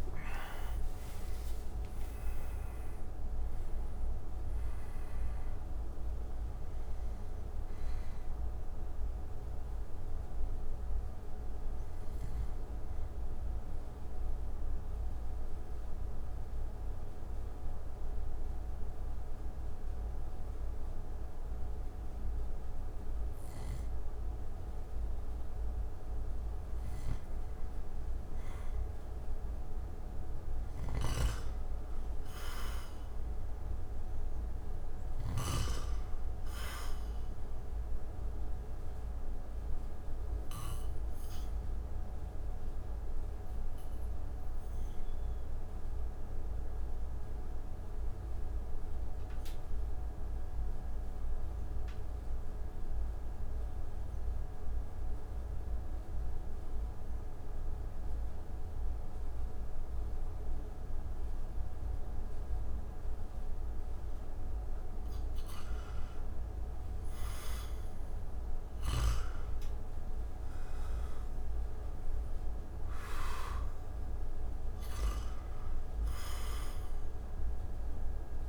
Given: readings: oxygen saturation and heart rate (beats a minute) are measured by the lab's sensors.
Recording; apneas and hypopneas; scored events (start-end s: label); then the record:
breathing in sleep, hard to hear, by a room microphone; 2
0.00-5.50 s: oxygen desaturation (device-marked, oxygen 88% lowest)
9.50-26.00 s: obstructive apnea (oxygen 97% before, 82% lowest)
27.00-32.00 s: arousal
30.00-35.00 s: snoring (device-marked)
40.00-65.00 s: obstructive apnea (oxygen 99% before, 81% lowest)
40.50-56.50 s: oxygen desaturation (device-marked, oxygen 99% before, 91% lowest)
66.50-72.00 s: arousal
71.50-78.49 s: oxygen desaturation (device-marked, oxygen 97% before, 81% lowest)
From the record:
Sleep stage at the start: REM sleep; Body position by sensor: on the back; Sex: male